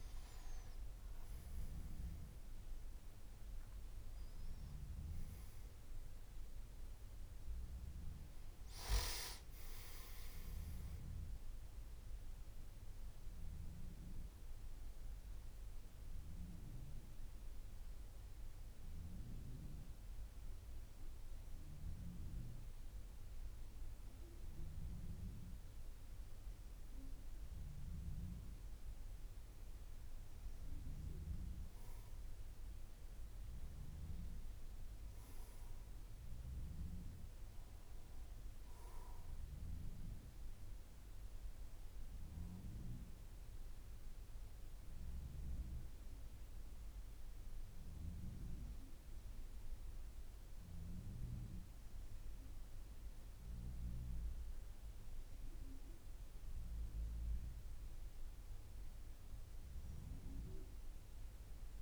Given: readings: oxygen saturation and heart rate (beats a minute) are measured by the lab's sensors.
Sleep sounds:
breathing in sleep, hard to hear, by a room microphone; 1
0.00-30.50 s: oxygen desaturation (device-marked, oxygen 89% lowest, heart rate 53 extreme)
12.50-29.00 s: mixed apnea (oxygen 97% before, 89% lowest, heart rate 66 before, 53 extreme, up 8 after)
From the record:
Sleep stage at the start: N2 (light sleep); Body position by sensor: on the back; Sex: male

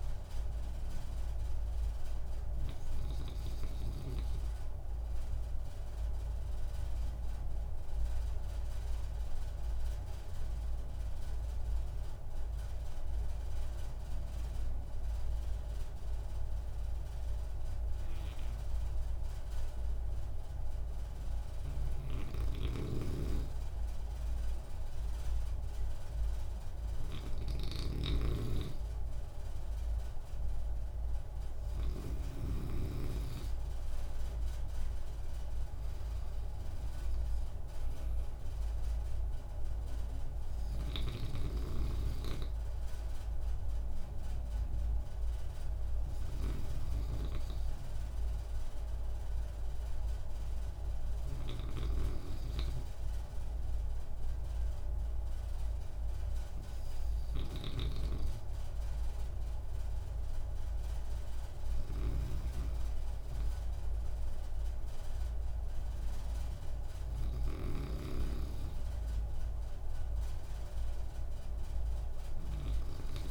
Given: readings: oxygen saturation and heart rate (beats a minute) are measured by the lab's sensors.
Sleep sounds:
breathing in sleep by a room microphone; 1
0.00-3.00 s: arousal
7.00-22.00 s: obstructive apnea (oxygen 97% before, 94% lowest)
22.00-32.50 s: snoring (device-marked)
24.00-28.00 s: arousal
62.00-73.31 s: snoring (device-marked)
From the record:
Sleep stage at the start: N2 (light sleep); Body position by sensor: on the right side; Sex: male

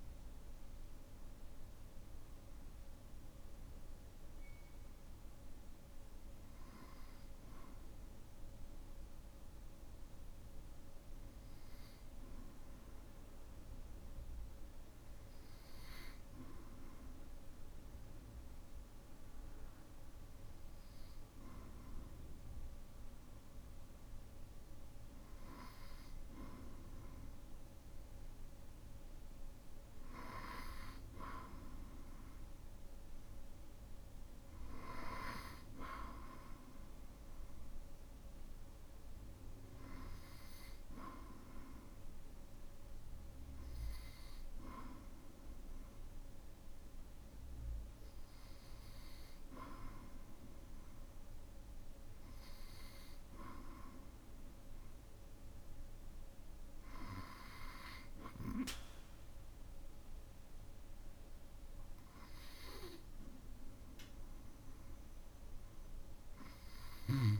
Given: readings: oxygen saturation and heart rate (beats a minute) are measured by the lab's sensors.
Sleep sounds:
breathing in sleep by a room microphone; none
18.00-20.00 s: long interval between heartbeats (device-marked, heart rate 55 before, 60 extreme)
From the record:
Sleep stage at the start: N2 (light sleep); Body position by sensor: on the back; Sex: male

